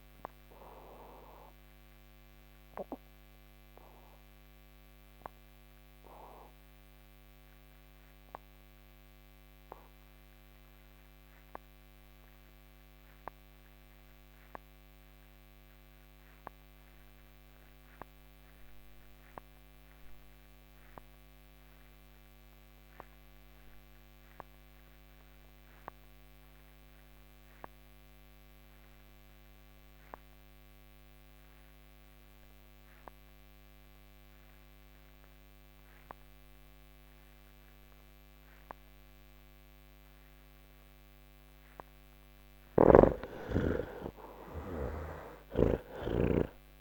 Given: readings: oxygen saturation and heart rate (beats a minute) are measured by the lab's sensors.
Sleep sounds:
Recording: breathing in sleep by a microphone on the trachea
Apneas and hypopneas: 1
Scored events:
0.00-17.50 s: oxygen desaturation (device-marked, oxygen 62% lowest, heart rate 58 extreme)
1.00-40.50 s: mixed apnea (oxygen 80% before, 62% lowest, heart rate 105 before, 93 extreme, up 59 after)
30.50-46.81 s: oxygen desaturation (device-marked, oxygen 92% before, 64% lowest, heart rate 128 before, 109 extreme)
45.00-46.81 s: snoring (device-marked)
From the record:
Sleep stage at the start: N1 (lightest sleep)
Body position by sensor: on the back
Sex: male

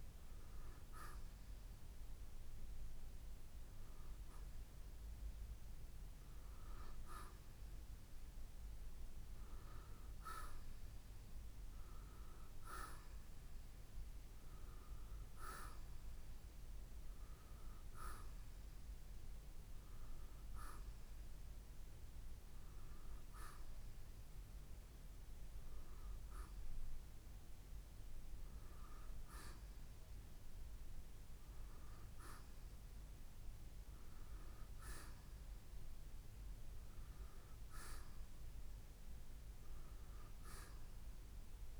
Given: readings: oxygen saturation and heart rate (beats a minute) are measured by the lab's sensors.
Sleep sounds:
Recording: breathing in sleep by a room microphone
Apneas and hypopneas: none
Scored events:
none scored
From the record:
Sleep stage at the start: N2 (light sleep)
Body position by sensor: on the right side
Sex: male

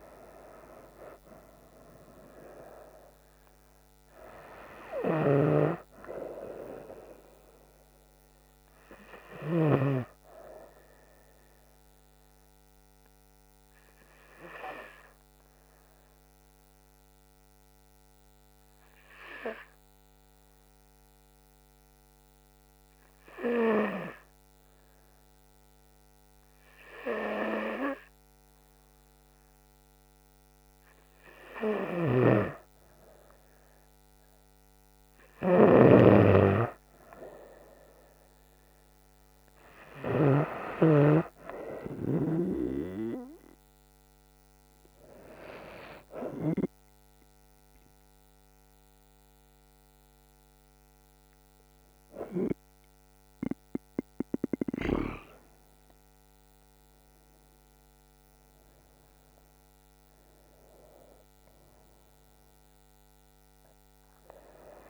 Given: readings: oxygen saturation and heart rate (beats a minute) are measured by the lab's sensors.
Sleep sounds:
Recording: breathing in sleep by a microphone on the trachea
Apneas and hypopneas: 1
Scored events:
0.00-2.50 s: arousal
0.00-21.00 s: oxygen desaturation (device-marked, oxygen 96% before, 92% lowest, heart rate 69 before, 65 extreme)
14.00-30.00 s: hypopnea (oxygen 96% before, 93% lowest, heart rate 71 before, 66 extreme, up 4 after)
31.50-35.50 s: arousal
34.00-52.00 s: oxygen desaturation (device-marked, oxygen 97% before, 93% lowest, heart rate 67 before, 66 extreme)
From the record:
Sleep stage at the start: N2 (light sleep)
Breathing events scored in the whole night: 398 in 5.7 hours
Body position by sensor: on the back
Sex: female

